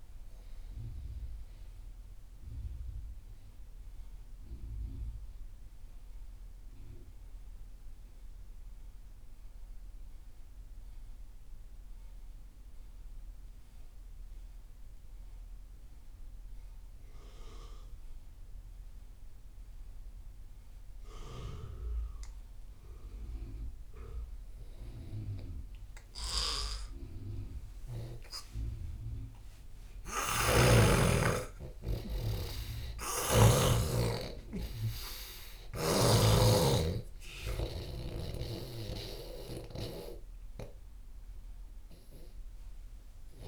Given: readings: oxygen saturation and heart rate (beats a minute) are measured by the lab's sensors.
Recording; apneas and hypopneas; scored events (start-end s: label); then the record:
breathing in sleep by a room microphone; 1
0.00-15.50 s: oxygen desaturation (device-marked, oxygen 84% lowest)
3.50-29.50 s: obstructive apnea (oxygen 97% before, 84% lowest)
30.00-33.50 s: snoring (device-marked)
30.50-33.50 s: arousal
33.50-43.48 s: oxygen desaturation (device-marked, oxygen 96% before, 84% lowest)
From the record:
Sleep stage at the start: N2 (light sleep); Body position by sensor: on the left side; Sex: male